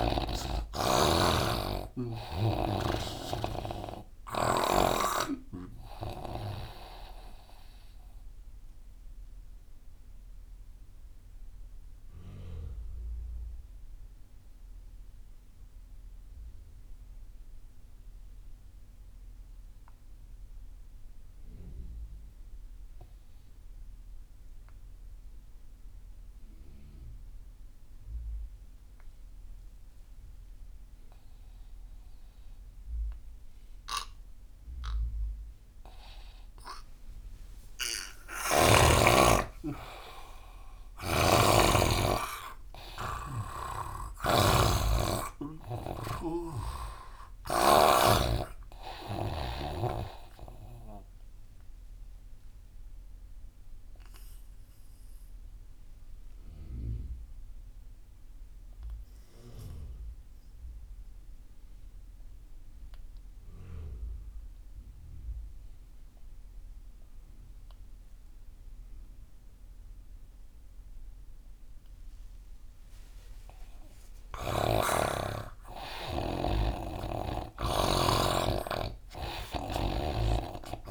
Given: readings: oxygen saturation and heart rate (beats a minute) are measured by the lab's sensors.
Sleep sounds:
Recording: breathing in sleep by a room microphone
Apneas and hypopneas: 2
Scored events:
0.00-18.50 s: oxygen desaturation (device-marked, oxygen 86% lowest)
6.50-38.00 s: obstructive apnea (oxygen 99% before, 83% lowest)
32.50-63.50 s: oxygen desaturation (device-marked, oxygen 98% before, 83% lowest)
38.50-43.00 s: arousal
46.00-50.00 s: snoring (device-marked)
51.00-73.50 s: obstructive apnea (oxygen 99% before, 83% lowest)
73.50-80.91 s: oxygen desaturation (device-marked, oxygen 99% before, 90% lowest)
74.00-78.00 s: arousal
From the record:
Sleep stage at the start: N2 (light sleep)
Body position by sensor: on the right side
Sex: male

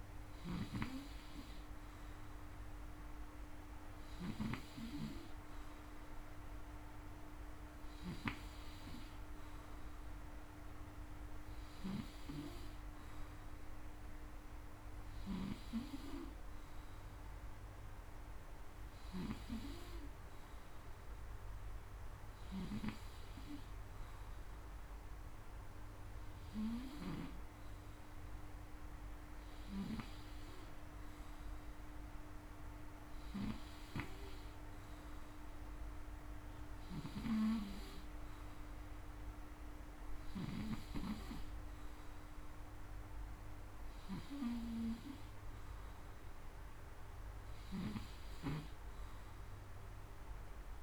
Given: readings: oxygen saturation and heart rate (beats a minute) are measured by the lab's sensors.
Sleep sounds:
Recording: breathing in sleep by a room microphone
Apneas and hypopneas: none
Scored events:
0.00-8.00 s: snoring (device-marked)
18.50-27.00 s: snoring (device-marked)
47.00-50.83 s: snoring (device-marked)
From the record:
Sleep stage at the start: N2 (light sleep)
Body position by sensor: on the front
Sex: male

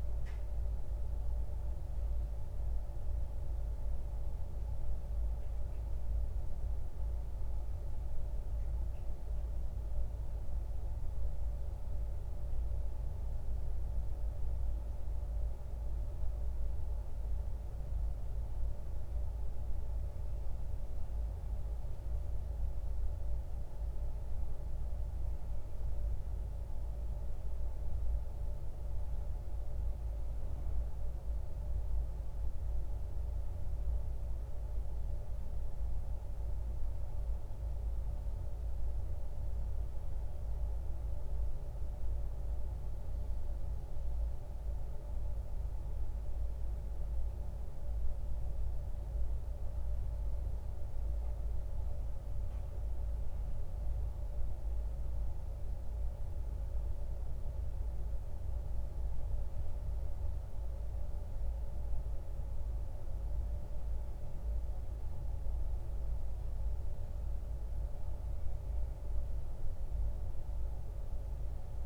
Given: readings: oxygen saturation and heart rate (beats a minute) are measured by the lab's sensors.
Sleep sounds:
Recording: a person partly awake in a sleep study, hard to hear, by a room microphone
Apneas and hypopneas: 1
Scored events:
2.50-71.86 s: new sleep stage, N1 (lightest sleep)
10.50-20.50 s: central apnea (oxygen 98% before, 93% lowest, heart rate 71 before, 67 extreme, up 6 after)
22.50-26.00 s: arousal
26.50-34.50 s: oxygen desaturation (device-marked, oxygen 96% before, 93% lowest, heart rate 68 before, 67 extreme)
From the record:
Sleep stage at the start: awake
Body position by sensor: on the back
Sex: male

